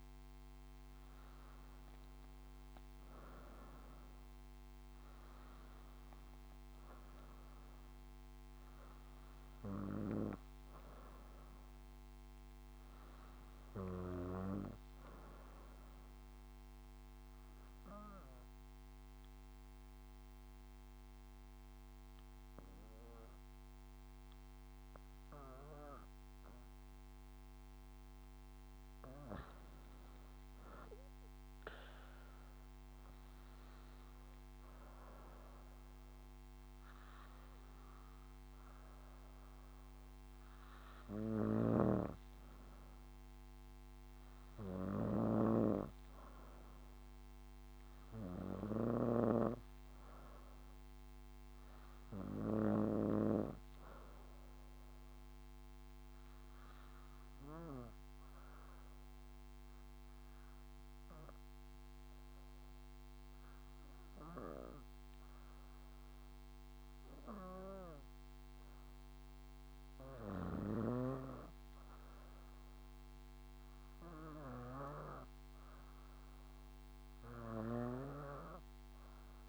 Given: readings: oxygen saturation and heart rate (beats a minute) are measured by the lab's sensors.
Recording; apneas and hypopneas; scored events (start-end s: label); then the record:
breathing in sleep by a microphone on the trachea; 2
0.00-3.50 s: arousal
0.00-22.00 s: oxygen desaturation (device-marked, oxygen 87% lowest, heart rate 64 extreme)
17.00-29.50 s: mixed apnea (oxygen 95% before, 88% lowest, heart rate 67 before, 64 extreme, up 6 after)
32.50-36.50 s: arousal
38.00-50.00 s: oxygen desaturation (device-marked, oxygen 95% before, 91% lowest, heart rate 67 before, 64 extreme)
41.50-49.50 s: snoring (device-marked)
55.50-70.00 s: obstructive apnea (oxygen 96% before, 78% lowest, heart rate 70 before, 64 extreme, up 6 after)
72.50-76.00 s: arousal
74.00-79.49 s: oxygen desaturation (device-marked, oxygen 96% before, 78% lowest, heart rate 68 before, 63 extreme)
78.00-79.49 s: snoring (device-marked)
From the record:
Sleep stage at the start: N2 (light sleep); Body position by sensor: on the back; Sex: female